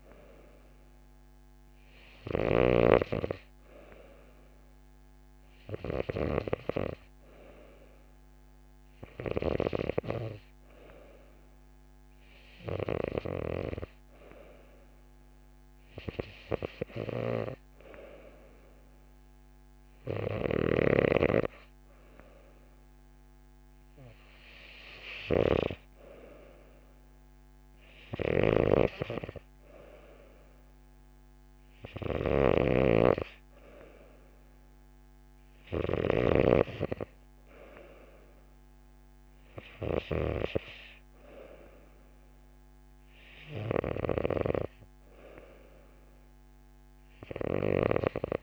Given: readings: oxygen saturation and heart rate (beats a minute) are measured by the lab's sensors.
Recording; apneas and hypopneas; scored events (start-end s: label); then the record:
breathing in sleep by a microphone on the trachea; none
none scored
From the record:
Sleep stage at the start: N2 (light sleep); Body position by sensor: on the right side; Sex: female